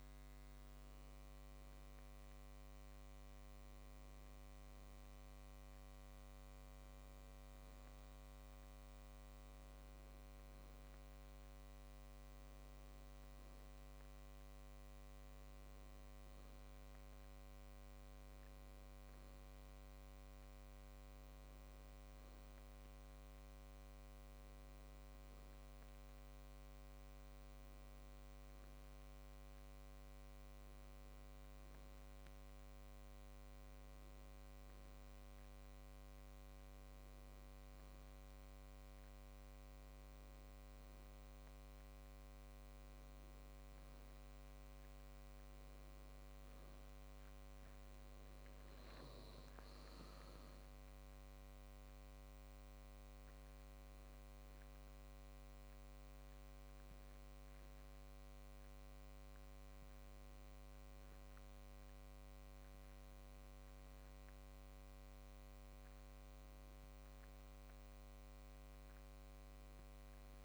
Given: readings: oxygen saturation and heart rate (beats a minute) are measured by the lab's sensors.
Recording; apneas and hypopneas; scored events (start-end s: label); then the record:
a person awake in a sleep study, hard to hear, by a microphone on the trachea; none
62.50-70.45 s: new sleep stage, N1 (lightest sleep)
From the record:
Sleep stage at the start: awake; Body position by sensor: on the back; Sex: male